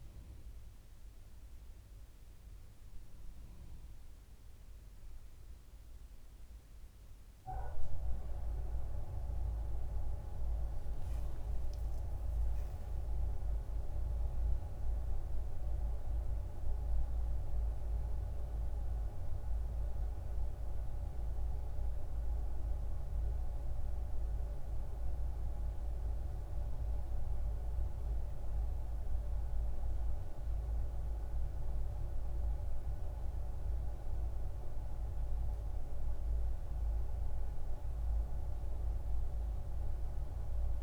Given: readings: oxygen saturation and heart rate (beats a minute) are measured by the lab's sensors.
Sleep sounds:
a person awake in a sleep study, by a room microphone; none
none scored
From the record:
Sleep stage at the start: awake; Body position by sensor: on the back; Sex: male

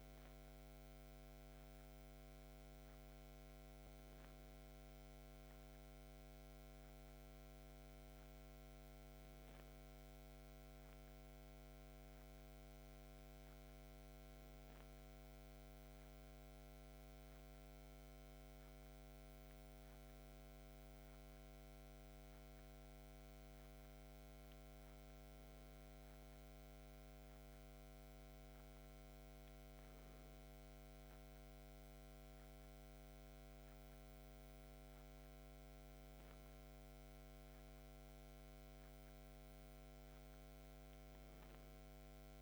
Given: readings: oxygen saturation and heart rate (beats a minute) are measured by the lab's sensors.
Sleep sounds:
breathing in sleep, hard to hear, by a microphone on the trachea; none
none scored
From the record:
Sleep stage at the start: N2 (light sleep); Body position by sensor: on the back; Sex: male

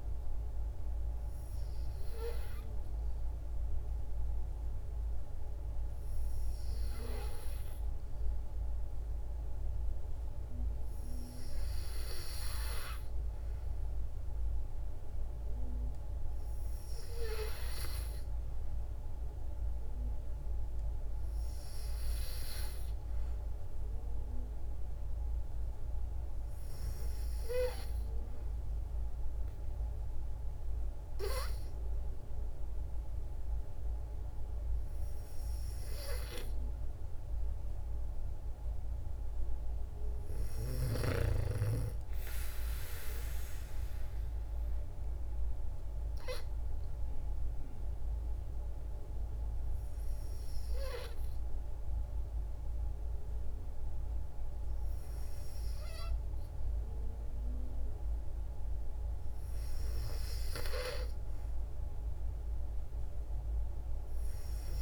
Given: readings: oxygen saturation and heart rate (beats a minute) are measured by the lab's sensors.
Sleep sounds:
breathing in sleep by a room microphone; 1
45.00-57.00 s: hypopnea (oxygen 95% before, 92% lowest, heart rate 58 before, 55 extreme, up 1 after)
From the record:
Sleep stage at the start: N2 (light sleep); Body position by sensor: on the back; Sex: female

